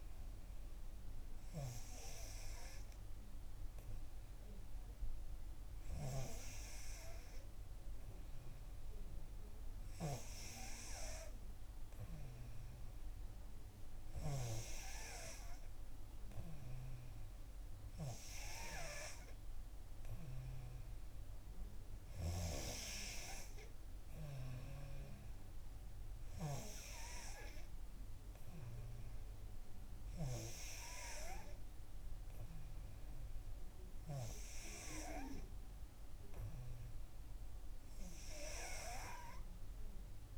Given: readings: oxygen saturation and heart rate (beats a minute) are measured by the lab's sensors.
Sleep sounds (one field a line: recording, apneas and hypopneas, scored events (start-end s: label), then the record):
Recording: breathing in sleep by a room microphone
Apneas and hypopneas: none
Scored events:
6.00-40.38 s: new sleep stage, N3 (deep sleep)
From the record:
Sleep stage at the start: N2 (light sleep)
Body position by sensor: on the back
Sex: female